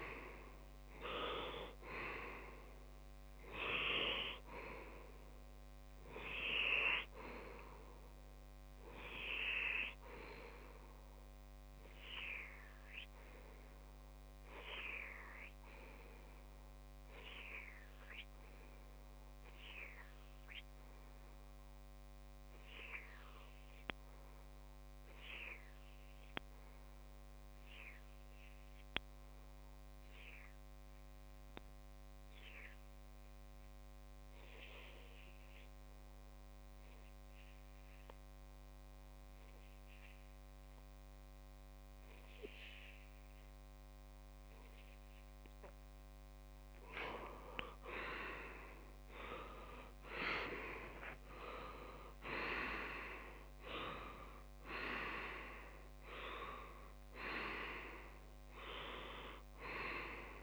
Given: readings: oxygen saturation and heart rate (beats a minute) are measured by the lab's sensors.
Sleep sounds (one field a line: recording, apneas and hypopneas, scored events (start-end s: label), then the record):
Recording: breathing in sleep by a microphone on the trachea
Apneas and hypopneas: 1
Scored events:
11.50-47.00 s: obstructive apnea (oxygen 96% before, 92% lowest)
48.50-52.00 s: arousal
54.00-60.43 s: oxygen desaturation (device-marked, oxygen 97% before, 94% lowest)
56.00-60.43 s: new sleep stage, REM sleep
From the record:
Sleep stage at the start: N2 (light sleep)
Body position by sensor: on the left side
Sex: male